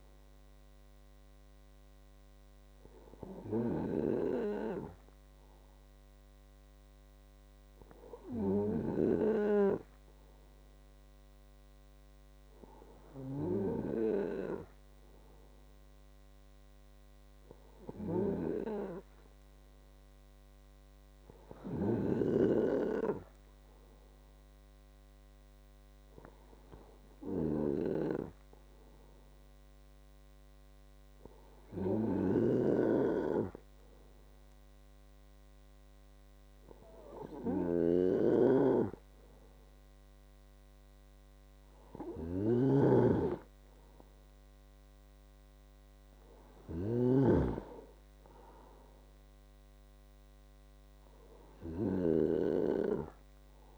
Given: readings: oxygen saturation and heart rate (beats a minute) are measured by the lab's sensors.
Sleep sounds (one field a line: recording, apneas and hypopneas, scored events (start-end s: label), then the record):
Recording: breathing in sleep by a microphone on the trachea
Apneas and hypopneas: none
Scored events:
42.50-47.50 s: snoring (device-marked)
From the record:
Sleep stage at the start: N2 (light sleep)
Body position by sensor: on the right side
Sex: male